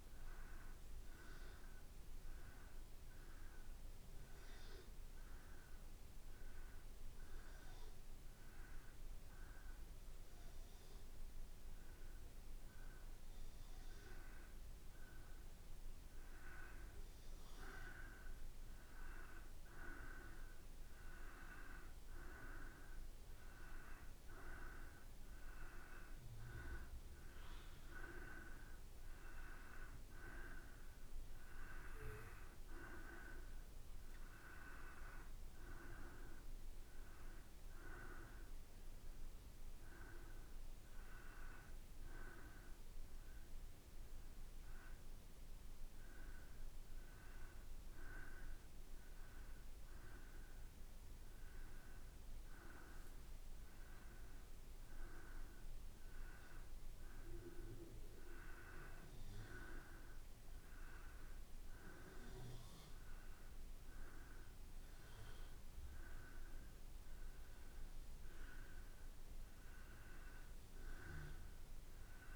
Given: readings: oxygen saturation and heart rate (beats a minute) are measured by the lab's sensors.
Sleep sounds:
breathing in sleep by a room microphone; 1
0.00-7.00 s: oxygen desaturation (device-marked, oxygen 87% lowest, heart rate 53 extreme)
5.00-17.50 s: hypopnea (oxygen 97% before, 92% lowest, heart rate 58 before, 53 extreme, up 3 after)
19.50-23.50 s: arousal
26.00-51.00 s: oxygen desaturation (device-marked, oxygen 96% before, 92% lowest, heart rate 55 before, 54 extreme)
From the record:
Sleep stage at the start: N2 (light sleep); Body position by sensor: on the back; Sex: male

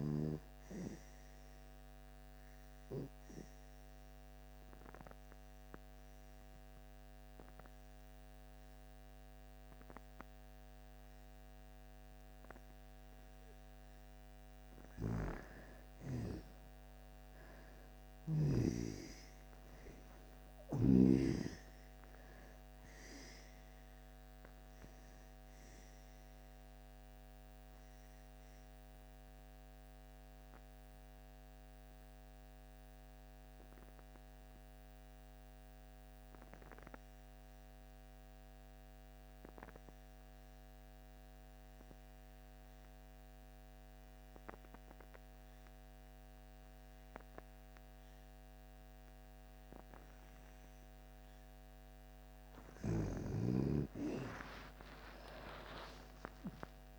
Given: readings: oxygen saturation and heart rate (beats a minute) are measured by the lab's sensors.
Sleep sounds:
breathing in sleep by a microphone on the trachea; 2
0.00-10.00 s: oxygen desaturation (device-marked, oxygen 92% lowest)
1.00-13.00 s: obstructive apnea (oxygen 99% before, 81% lowest)
15.00-36.00 s: oxygen desaturation (device-marked, oxygen 95% before, 86% lowest)
19.00-23.00 s: arousal
26.50-51.00 s: mixed apnea (oxygen 95% before, 81% lowest)
44.00-56.99 s: oxygen desaturation (device-marked, oxygen 98% before, 81% lowest)
52.00-56.99 s: snoring (device-marked)
54.00-56.99 s: arousal
From the record:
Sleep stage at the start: N2 (light sleep); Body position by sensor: on the back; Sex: female

